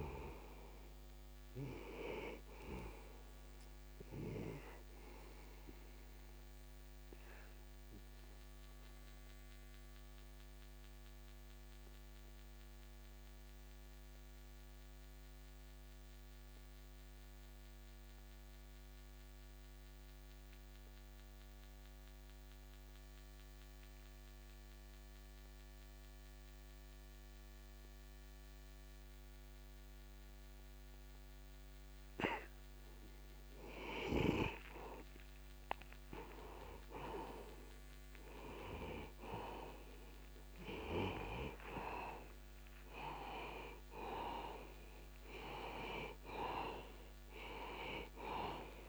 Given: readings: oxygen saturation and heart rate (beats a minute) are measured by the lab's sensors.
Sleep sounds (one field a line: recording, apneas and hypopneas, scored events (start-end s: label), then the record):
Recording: breathing in sleep by a microphone on the trachea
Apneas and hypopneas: 1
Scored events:
0.00-24.50 s: oxygen desaturation (device-marked, oxygen 86% lowest, heart rate 61 extreme)
6.00-35.00 s: mixed apnea (oxygen 97% before, 86% lowest, heart rate 61 before, 61 extreme, up 0 after)
36.50-41.00 s: arousal
41.50-48.89 s: oxygen desaturation (device-marked, oxygen 97% before, 87% lowest, heart rate 61 before, 60 extreme)
From the record:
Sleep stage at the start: N2 (light sleep)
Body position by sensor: on the back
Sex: male